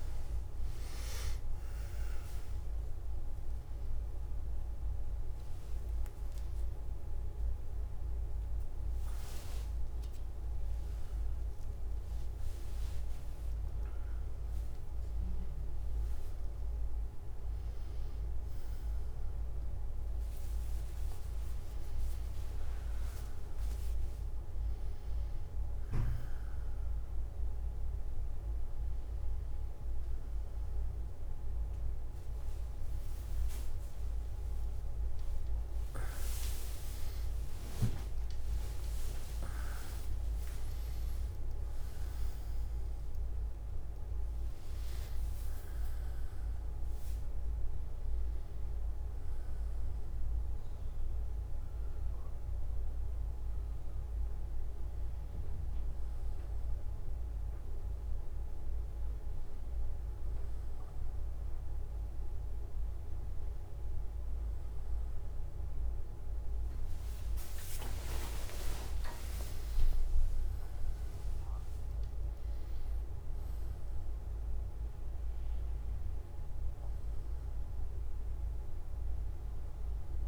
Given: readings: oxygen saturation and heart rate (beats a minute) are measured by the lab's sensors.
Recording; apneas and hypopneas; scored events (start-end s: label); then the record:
breathing in sleep, hard to hear, by a room microphone; none
0.00-18.50 s: oxygen desaturation (device-marked, oxygen 95% lowest)
3.00-9.50 s: snoring (device-marked)
From the record:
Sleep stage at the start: N2 (light sleep); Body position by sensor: on the back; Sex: male